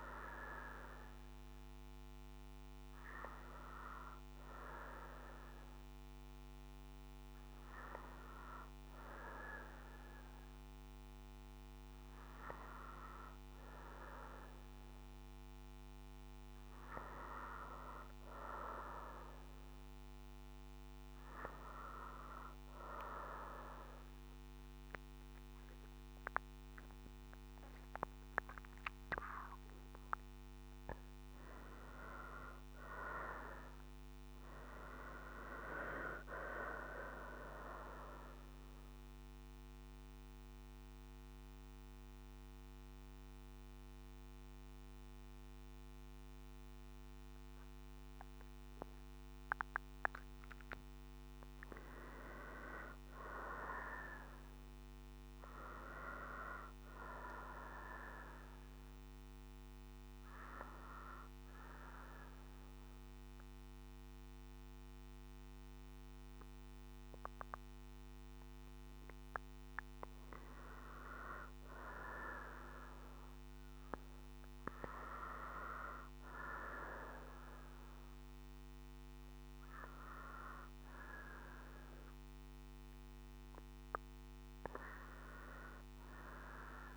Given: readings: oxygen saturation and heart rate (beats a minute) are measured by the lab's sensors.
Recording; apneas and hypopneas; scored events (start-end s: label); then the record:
breathing in sleep by a microphone on the trachea; 1
31.00-35.00 s: arousal
38.00-50.50 s: central apnea (oxygen 93% before, 88% lowest, heart rate 65 before, 59 extreme, up 3 after)
38.00-54.00 s: oxygen desaturation (device-marked, oxygen 92% before, 88% lowest, heart rate 65 before, 59 extreme)
52.50-57.00 s: arousal
56.00-68.00 s: oxygen desaturation (device-marked, oxygen 97% before, 88% lowest, heart rate 64 before, 59 extreme)
75.00-86.97 s: oxygen desaturation (device-marked, oxygen 96% before, 91% lowest, heart rate 62 before, 61 extreme)
From the record:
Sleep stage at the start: N2 (light sleep); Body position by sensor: on the right side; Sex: female